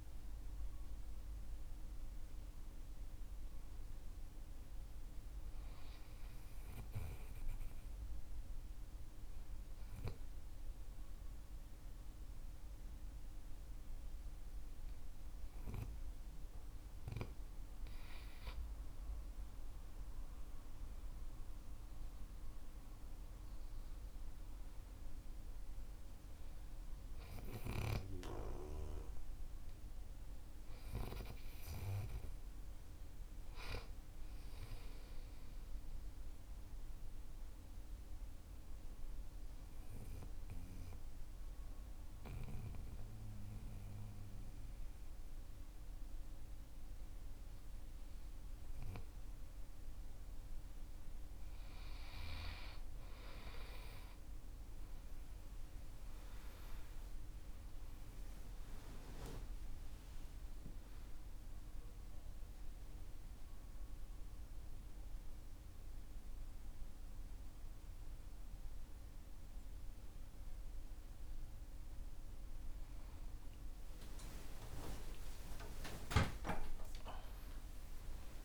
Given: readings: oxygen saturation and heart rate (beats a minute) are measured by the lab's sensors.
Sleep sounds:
a person partly awake in a sleep study, by a room microphone; 2
4.00-15.00 s: oxygen desaturation (device-marked, oxygen 95% before, 91% lowest, heart rate 63 before, 55 extreme)
6.50-19.00 s: hypopnea (oxygen 97% before, 91% lowest, heart rate 62 before, 49 extreme, up 6 after)
20.00-23.00 s: arousal
24.00-37.00 s: oxygen desaturation (device-marked, oxygen 98% before, 95% lowest, heart rate 59 before, 49 extreme)
36.00-52.00 s: mixed apnea (oxygen 98% before, 92% lowest, heart rate 60 before, 49 extreme, up 19 after)
54.00-78.45 s: new sleep stage, awake
From the record:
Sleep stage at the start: N2 (light sleep); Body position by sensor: on the back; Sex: male

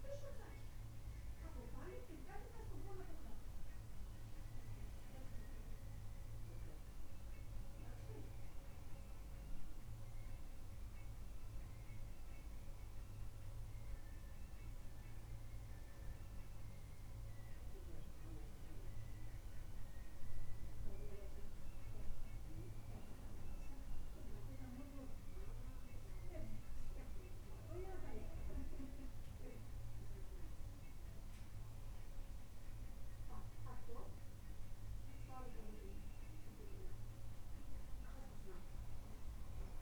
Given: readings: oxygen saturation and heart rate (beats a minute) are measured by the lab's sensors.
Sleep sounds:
breathing in sleep by a room microphone; none
none scored
From the record:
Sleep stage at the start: N1 (lightest sleep); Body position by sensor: on the back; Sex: male

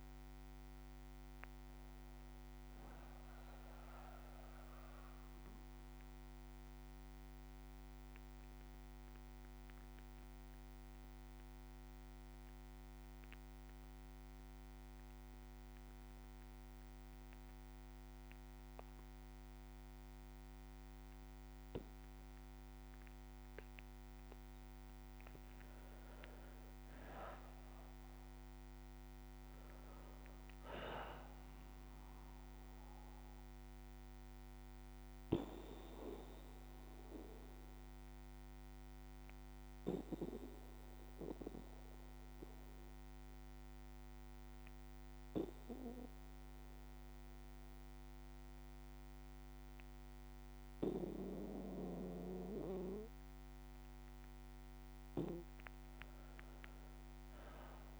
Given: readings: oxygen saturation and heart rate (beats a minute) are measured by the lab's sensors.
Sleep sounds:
breathing in sleep by a microphone on the trachea; 2
0.00-14.50 s: oxygen desaturation (device-marked, oxygen 91% lowest, heart rate 57 extreme)
1.50-18.50 s: bradycardia (device-marked, heart rate 63 before, 57 extreme)
3.00-24.00 s: obstructive apnea (oxygen 99% before, 91% lowest, heart rate 64 before, 57 extreme, up 5 after)
25.50-30.00 s: arousal
32.50-52.50 s: bradycardia (device-marked, heart rate 63 before, 57 extreme)
37.50-53.50 s: obstructive apnea (oxygen 99% before, 94% lowest, heart rate 61 before, 55 extreme, up 5 after)
56.00-58.00 s: arousal
From the record:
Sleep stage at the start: N2 (light sleep); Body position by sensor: on the back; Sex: male

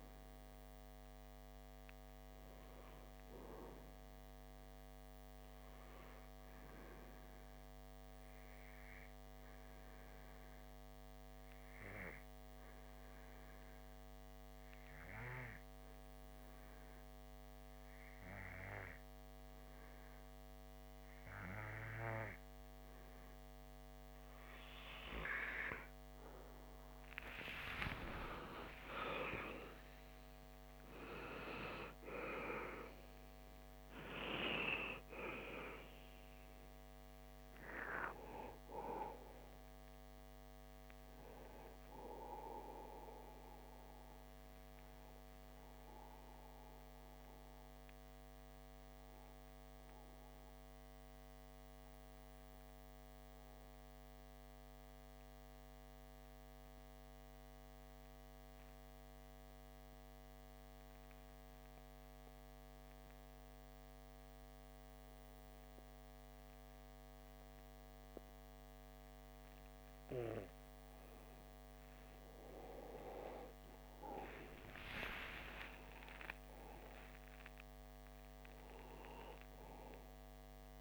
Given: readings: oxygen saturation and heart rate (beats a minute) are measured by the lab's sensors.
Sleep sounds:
breathing in sleep by a microphone on the trachea; 2
6.50-24.50 s: obstructive apnea (oxygen 98% before, 91% lowest)
25.50-59.50 s: oxygen desaturation (device-marked, oxygen 96% before, 91% lowest)
26.50-31.50 s: arousal
44.50-71.00 s: obstructive apnea (oxygen 96% before, 91% lowest)
72.50-76.50 s: arousal
76.50-80.50 s: oxygen desaturation (device-marked, oxygen 98% before, 94% lowest)
From the record:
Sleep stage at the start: N2 (light sleep); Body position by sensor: on the back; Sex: male

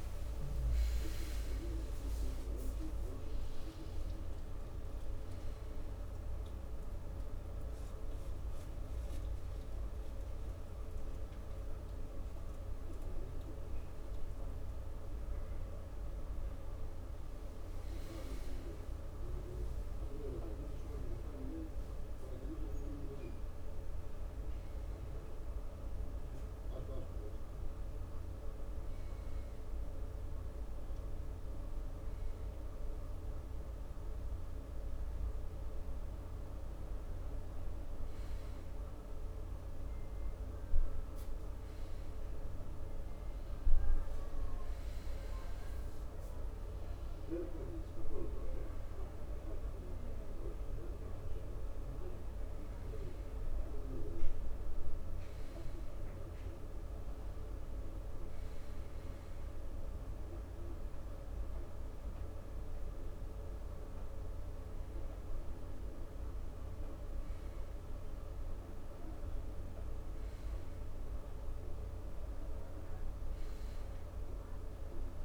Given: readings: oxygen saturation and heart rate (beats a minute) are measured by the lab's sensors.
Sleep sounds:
breathing in sleep, hard to hear, by a room microphone; none
0.00-3.50 s: arousal
From the record:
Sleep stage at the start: N2 (light sleep); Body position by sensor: on the front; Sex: male

